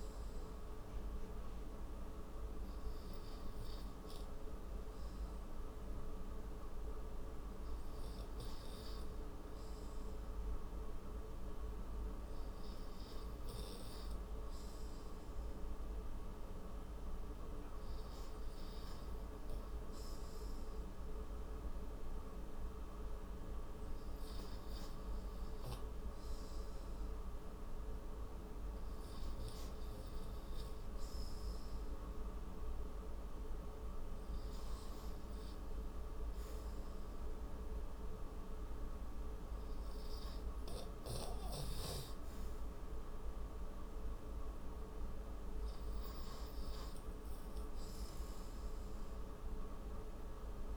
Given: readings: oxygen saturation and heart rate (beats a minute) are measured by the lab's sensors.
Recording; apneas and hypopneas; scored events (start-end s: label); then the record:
breathing in sleep, hard to hear, by a room microphone; none
9.50-25.50 s: oxygen desaturation (device-marked, oxygen 99% before, 94% lowest, heart rate 67 before, 25 extreme)
From the record:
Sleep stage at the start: N2 (light sleep); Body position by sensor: on the right side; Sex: male